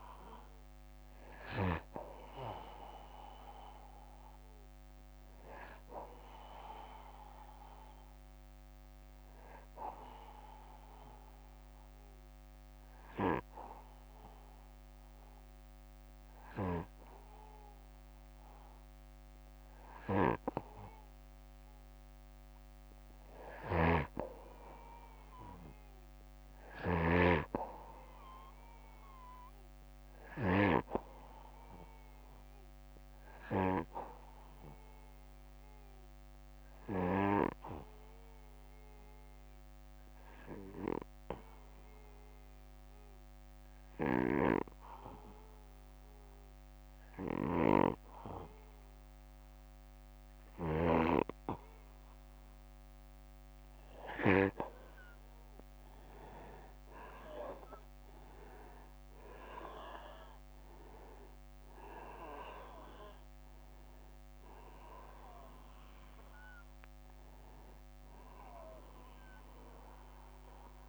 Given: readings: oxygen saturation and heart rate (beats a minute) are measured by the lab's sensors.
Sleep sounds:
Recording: breathing in sleep by a microphone on the trachea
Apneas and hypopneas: 2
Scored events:
2.00-5.50 s: arousal
7.50-21.00 s: obstructive apnea (oxygen 96% before, 92% lowest, heart rate 64 before, 55 extreme, up 6 after)
11.00-24.00 s: oxygen desaturation (device-marked, oxygen 95% before, 92% lowest, heart rate 63 before, 56 extreme)
23.00-30.00 s: snoring (device-marked)
27.00-31.00 s: arousal
36.00-49.50 s: obstructive apnea (oxygen 98% before, 90% lowest, heart rate 58 before, 57 extreme, up 5 after)
43.00-50.00 s: snoring (device-marked)
44.00-61.00 s: oxygen desaturation (device-marked, oxygen 96% before, 93% lowest, heart rate 59 before, 56 extreme)
58.00-62.00 s: arousal
From the record:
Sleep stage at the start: N2 (light sleep)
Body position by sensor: on the back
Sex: male

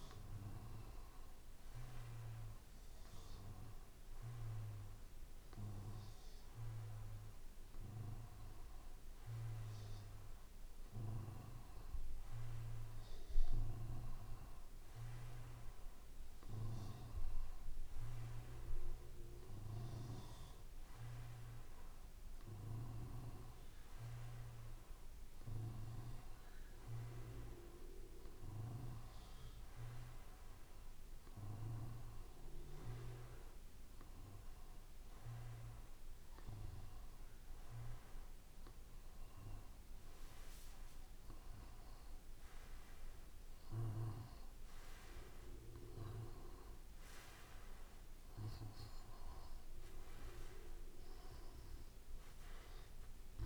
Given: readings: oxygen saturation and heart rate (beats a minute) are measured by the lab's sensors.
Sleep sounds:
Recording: breathing in sleep by a room microphone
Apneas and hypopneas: none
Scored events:
none scored
From the record:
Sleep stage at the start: N2 (light sleep)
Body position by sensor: on the back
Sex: male

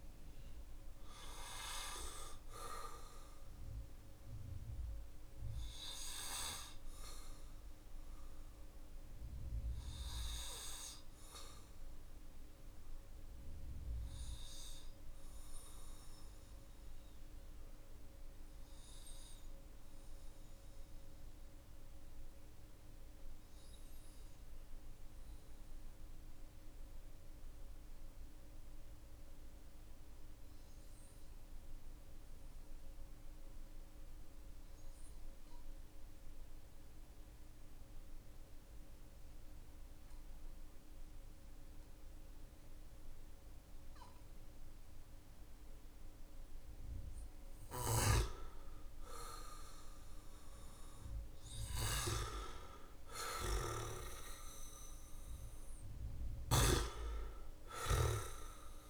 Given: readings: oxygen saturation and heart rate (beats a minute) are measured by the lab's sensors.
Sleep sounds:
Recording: breathing in sleep by a room microphone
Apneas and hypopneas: 1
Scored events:
0.00-28.50 s: oxygen desaturation (device-marked, oxygen 92% lowest, heart rate 44 extreme)
5.00-46.50 s: obstructive apnea (oxygen 99% before, 92% lowest, heart rate 51 before, 44 extreme, up 2 after)
49.00-54.50 s: arousal
52.50-58.90 s: oxygen desaturation (device-marked, oxygen 98% before, 92% lowest, heart rate 55 before, 43 extreme)
55.50-58.90 s: snoring (device-marked)
From the record:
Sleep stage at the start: N2 (light sleep)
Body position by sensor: on the back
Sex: male

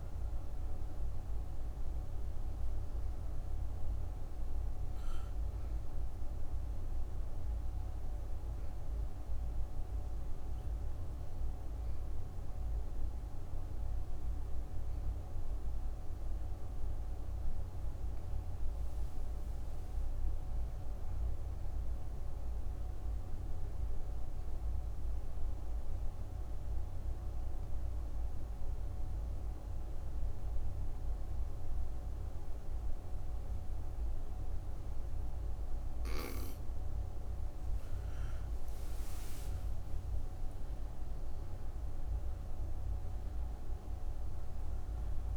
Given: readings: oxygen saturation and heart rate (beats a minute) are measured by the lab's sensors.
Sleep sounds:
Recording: breathing in sleep, hard to hear, by a room microphone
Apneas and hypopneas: 2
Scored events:
0.00-22.00 s: oxygen desaturation (device-marked, oxygen 88% lowest, heart rate 58 extreme)
7.00-18.00 s: obstructive apnea (oxygen 97% before, 83% lowest, heart rate 68 before, 58 extreme, up 10 after)
19.00-22.00 s: arousal
24.00-37.50 s: obstructive apnea (oxygen 98% before, 83% lowest, heart rate 65 before, 62 extreme, up 7 after)
36.00-45.36 s: oxygen desaturation (device-marked, oxygen 97% before, 83% lowest, heart rate 64 before, 60 extreme)
38.00-42.00 s: arousal
From the record:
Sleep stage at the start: N2 (light sleep)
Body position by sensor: on the back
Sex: female

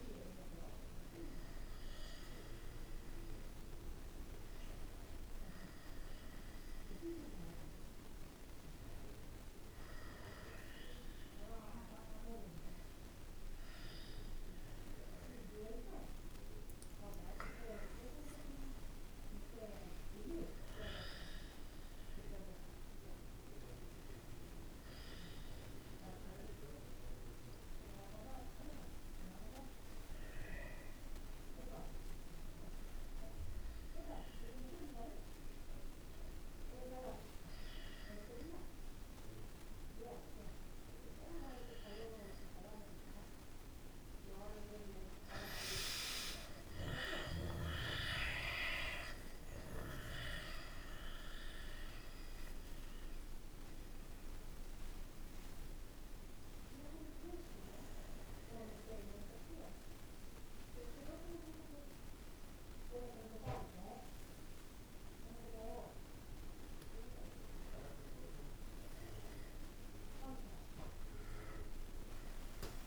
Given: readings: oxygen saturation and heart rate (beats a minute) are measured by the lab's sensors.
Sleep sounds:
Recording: a person awake in a sleep study, by a room microphone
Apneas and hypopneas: none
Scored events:
none scored
From the record:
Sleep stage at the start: awake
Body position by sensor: on the back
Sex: male

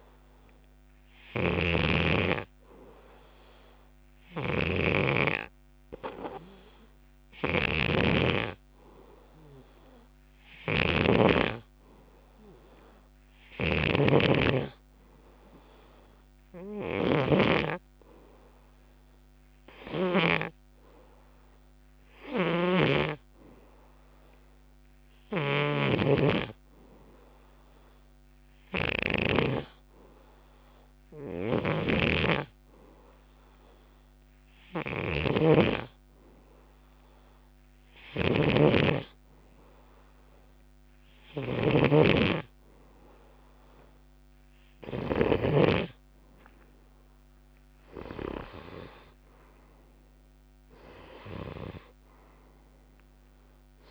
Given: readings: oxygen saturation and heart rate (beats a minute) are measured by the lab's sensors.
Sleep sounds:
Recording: breathing in sleep by a microphone on the trachea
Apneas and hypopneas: none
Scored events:
0.00-20.50 s: snoring (device-marked)
25.00-53.91 s: snoring (device-marked)
From the record:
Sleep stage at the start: N2 (light sleep)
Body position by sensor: on the left side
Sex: male

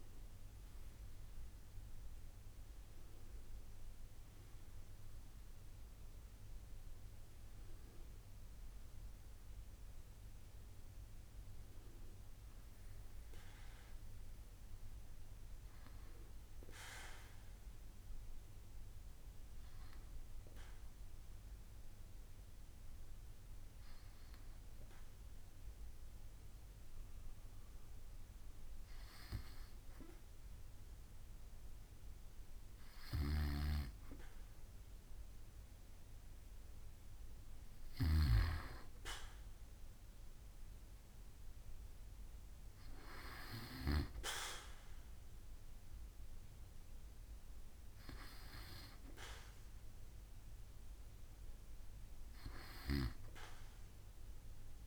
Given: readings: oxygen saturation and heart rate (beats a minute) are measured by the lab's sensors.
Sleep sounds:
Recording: breathing in sleep by a room microphone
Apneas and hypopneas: 1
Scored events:
19.00-32.50 s: hypopnea (oxygen 98% before, 95% lowest, heart rate 71 before, 66 extreme, up 4 after)
34.50-37.50 s: arousal
From the record:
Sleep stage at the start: N2 (light sleep)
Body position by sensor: on the back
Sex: male

